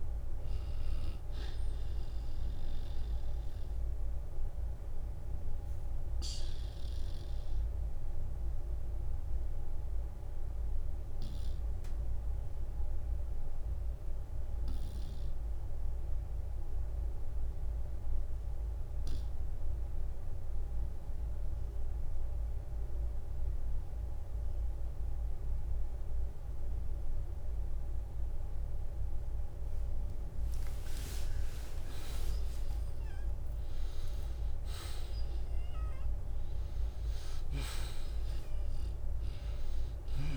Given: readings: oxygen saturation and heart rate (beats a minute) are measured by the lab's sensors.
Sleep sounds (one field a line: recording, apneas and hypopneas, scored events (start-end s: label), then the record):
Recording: breathing in sleep, hard to hear, by a room microphone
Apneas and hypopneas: 1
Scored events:
0.00-2.00 s: long interval between heartbeats (device-marked, heart rate 56 before, 64 extreme)
2.50-4.50 s: long interval between heartbeats (device-marked, heart rate 57 before, 60 extreme)
2.50-30.00 s: obstructive apnea (oxygen 96% before, 81% lowest, heart rate 57 before, 45 extreme, up 16 after)
6.50-21.50 s: oxygen desaturation (device-marked, oxygen 92% before, 81% lowest, heart rate 58 before, 45 extreme)
31.50-36.50 s: arousal
From the record:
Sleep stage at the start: N2 (light sleep)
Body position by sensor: on the back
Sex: male